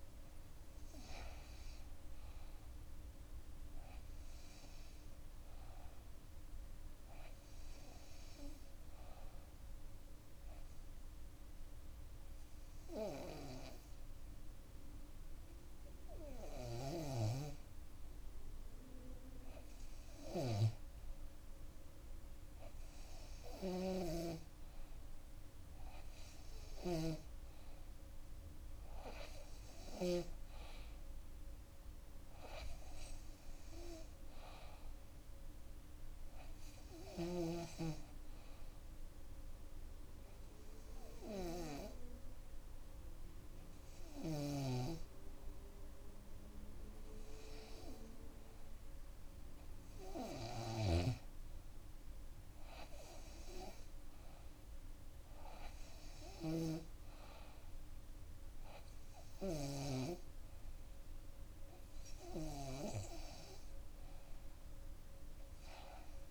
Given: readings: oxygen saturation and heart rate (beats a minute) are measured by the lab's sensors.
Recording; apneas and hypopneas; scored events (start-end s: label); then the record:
breathing in sleep by a room microphone; 2
8.50-18.50 s: obstructive apnea (oxygen 96% before, 94% lowest, heart rate 68 before, 58 extreme, up 5 after)
10.00-17.00 s: bradycardia (device-marked, heart rate 65 before, 58 extreme)
20.50-24.50 s: arousal
38.50-52.50 s: hypopnea (oxygen 97% before, 94% lowest, heart rate 64 before, 60 extreme, up 6 after)
54.50-58.50 s: arousal
56.00-59.50 s: snoring (device-marked)
From the record:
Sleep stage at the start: REM sleep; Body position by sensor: on the back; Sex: female